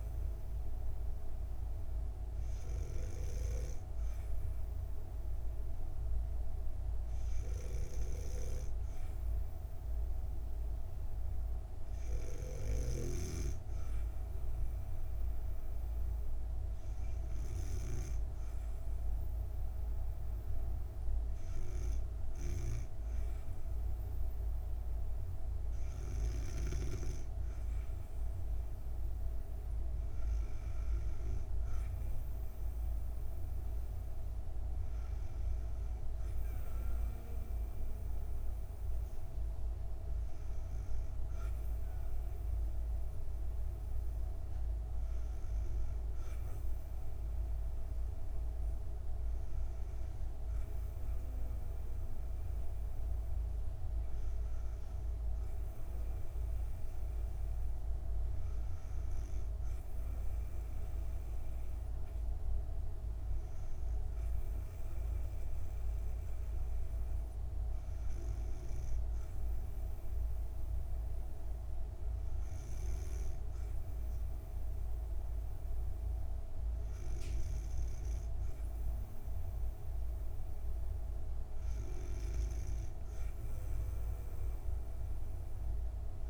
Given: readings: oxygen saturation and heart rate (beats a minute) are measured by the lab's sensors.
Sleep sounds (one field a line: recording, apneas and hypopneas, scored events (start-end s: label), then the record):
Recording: breathing in sleep, hard to hear, by a room microphone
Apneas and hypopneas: none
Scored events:
22.00-26.50 s: snoring (device-marked)
From the record:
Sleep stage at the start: N2 (light sleep)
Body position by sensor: on the back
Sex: female